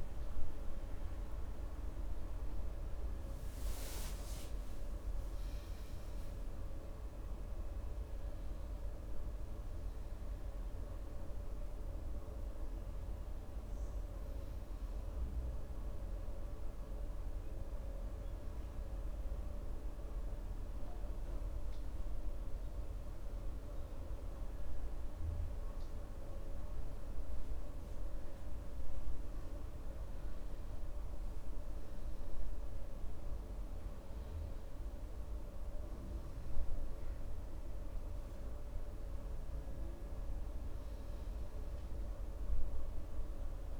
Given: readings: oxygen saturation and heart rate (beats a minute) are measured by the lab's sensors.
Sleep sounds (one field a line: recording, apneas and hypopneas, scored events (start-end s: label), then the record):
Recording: breathing in sleep, hard to hear, by a room microphone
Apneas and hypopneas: 1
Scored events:
13.00-25.50 s: hypopnea (oxygen 98% before, 91% lowest, heart rate 75 before, 66 extreme, up 1 after)
27.50-32.50 s: arousal
From the record:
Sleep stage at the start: N2 (light sleep)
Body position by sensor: on the right side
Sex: male